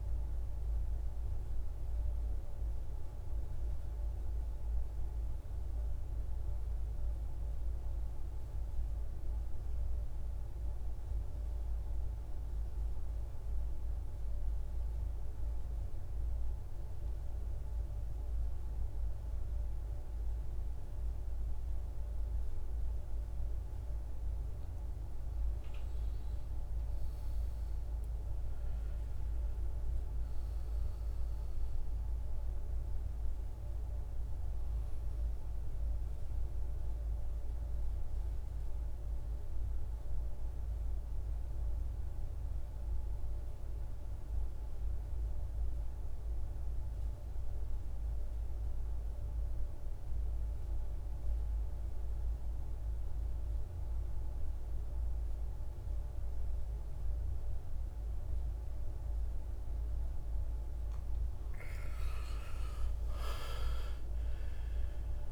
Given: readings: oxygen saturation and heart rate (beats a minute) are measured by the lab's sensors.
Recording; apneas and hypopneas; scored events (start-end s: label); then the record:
breathing in sleep, hard to hear, by a room microphone; 2
0.00-6.50 s: oxygen desaturation (device-marked, oxygen 85% lowest, heart rate 54 extreme)
7.50-23.50 s: central apnea (oxygen 98% before, 83% lowest, heart rate 67 before, 54 extreme, up 7 after)
25.50-29.50 s: arousal
25.50-48.50 s: oxygen desaturation (device-marked, oxygen 98% before, 90% lowest, heart rate 56 before, 59 extreme)
35.50-60.50 s: mixed apnea (oxygen 99% before, 83% lowest, heart rate 58 before, 58 extreme, up 12 after)
56.50-65.32 s: oxygen desaturation (device-marked, oxygen 98% before, 83% lowest, heart rate 60 before, 54 extreme)
62.50-65.32 s: arousal
62.50-65.32 s: new sleep stage, N1 (lightest sleep)
From the record:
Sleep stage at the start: N2 (light sleep); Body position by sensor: on the back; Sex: male